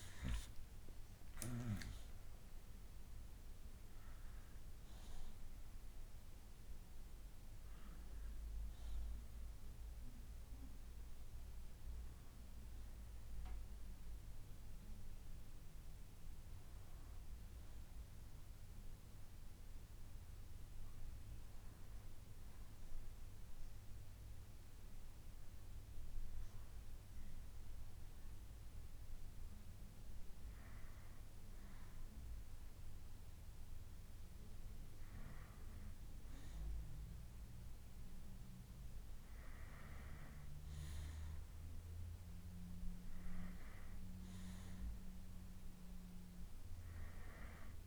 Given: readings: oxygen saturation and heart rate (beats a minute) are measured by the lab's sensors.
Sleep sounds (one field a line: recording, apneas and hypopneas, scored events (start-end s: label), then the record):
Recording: breathing in sleep by a room microphone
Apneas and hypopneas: 1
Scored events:
10.00-12.00 s: bradycardia (device-marked, heart rate 68 before, 65 extreme)
14.50-34.00 s: hypopnea (oxygen 91% before, 89% lowest, heart rate 69 before, 47 extreme, up 21 after)
28.00-36.00 s: bradycardia (device-marked, heart rate 68 before, 47 extreme)
38.00-41.50 s: arousal
38.00-47.87 s: oxygen desaturation (device-marked, oxygen 95% before, 91% lowest, heart rate 61 before, 55 extreme)
From the record:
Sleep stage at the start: N2 (light sleep)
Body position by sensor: on the back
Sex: male